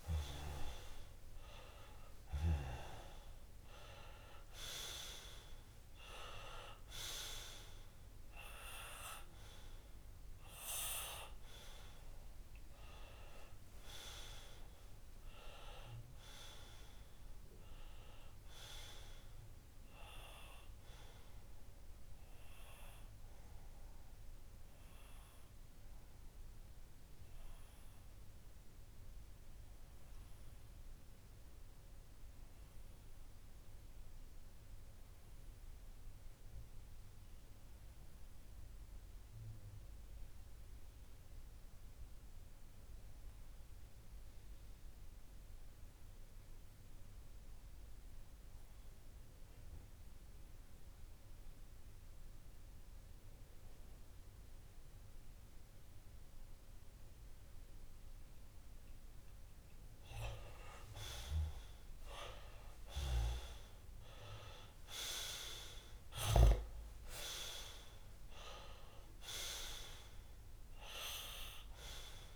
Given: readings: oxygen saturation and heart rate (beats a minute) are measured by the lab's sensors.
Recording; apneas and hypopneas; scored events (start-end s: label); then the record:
breathing in sleep by a room microphone; 1
0.00-11.00 s: oxygen desaturation (device-marked, oxygen 93% lowest)
23.00-60.00 s: obstructive apnea (oxygen 96% before, 93% lowest)
55.00-72.36 s: oxygen desaturation (device-marked, oxygen 99% before, 95% lowest)
62.00-66.00 s: arousal
From the record:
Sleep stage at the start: N2 (light sleep); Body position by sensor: on the left side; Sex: male